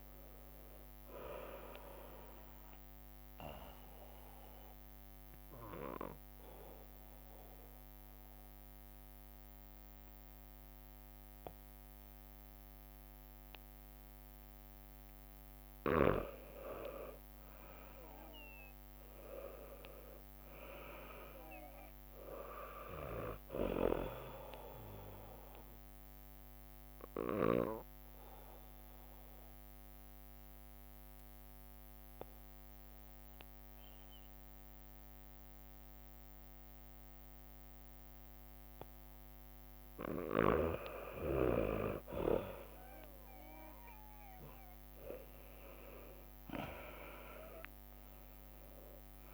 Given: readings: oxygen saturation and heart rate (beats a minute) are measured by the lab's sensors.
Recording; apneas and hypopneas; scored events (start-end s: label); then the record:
breathing in sleep by a microphone on the trachea; 2
0.00-17.50 s: oxygen desaturation (device-marked, oxygen 92% lowest, heart rate 61 extreme)
3.00-15.50 s: obstructive apnea (oxygen 96% before, 92% lowest, heart rate 65 before, 61 extreme, up 5 after)
17.00-22.00 s: leg movement (device-marked)
17.50-21.00 s: arousal
25.00-39.50 s: obstructive apnea (oxygen 99% before, 92% lowest, heart rate 63 before, 61 extreme, up 4 after)
25.50-35.50 s: oxygen desaturation (device-marked, oxygen 99% before, 95% lowest, heart rate 63 before, 61 extreme)
34.50-47.50 s: drop in pulse transit time (device-marked, heart rate 63 before, 61 extreme)
45.50-49.34 s: leg movement (device-marked)
45.50-49.34 s: oxygen desaturation (device-marked, oxygen 98% before, 92% lowest, heart rate 62 before, 64 extreme)
From the record:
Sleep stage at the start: N2 (light sleep); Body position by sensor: on the back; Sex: male